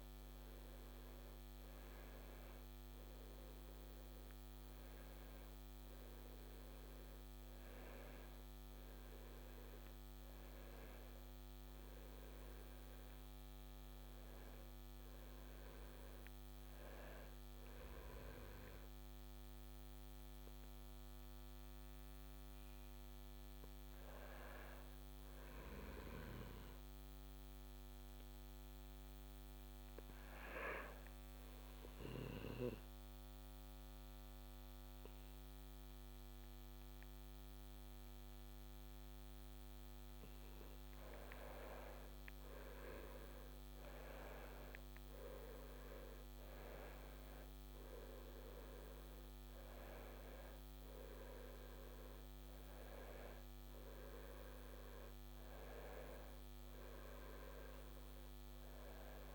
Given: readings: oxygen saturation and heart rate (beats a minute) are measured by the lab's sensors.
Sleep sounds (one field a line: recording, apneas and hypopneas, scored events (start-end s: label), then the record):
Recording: breathing in sleep by a microphone on the trachea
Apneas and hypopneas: 1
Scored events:
0.00-20.00 s: oxygen desaturation (device-marked, oxygen 96% before, 90% lowest, heart rate 74 before, 69 extreme)
18.00-40.50 s: hypopnea (oxygen 96% before, 89% lowest, heart rate 75 before, 69 extreme, up 5 after)
37.00-59.35 s: oxygen desaturation (device-marked, oxygen 97% before, 89% lowest, heart rate 71 before, 71 extreme)
42.50-47.50 s: arousal
From the record:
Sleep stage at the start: N2 (light sleep)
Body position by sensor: on the back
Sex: male